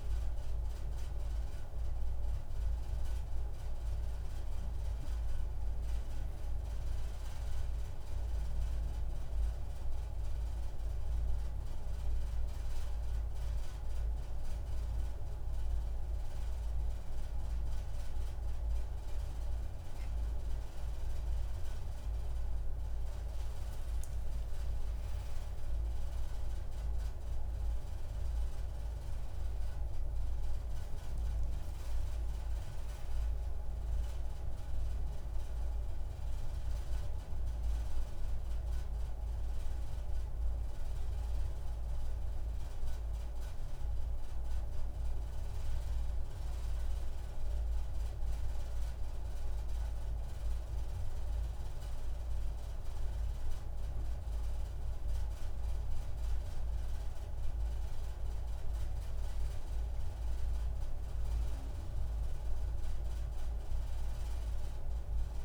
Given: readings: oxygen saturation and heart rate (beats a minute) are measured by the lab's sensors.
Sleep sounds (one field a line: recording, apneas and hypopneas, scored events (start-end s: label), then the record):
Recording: breathing in sleep, hard to hear, by a room microphone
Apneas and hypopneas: 1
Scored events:
24.00-28.50 s: arousal
38.00-65.45 s: new sleep stage, N2 (light sleep)
43.50-54.50 s: obstructive apnea (oxygen 97% before, 96% lowest)
56.00-59.50 s: arousal
From the record:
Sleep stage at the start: N1 (lightest sleep)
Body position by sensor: on the right side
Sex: male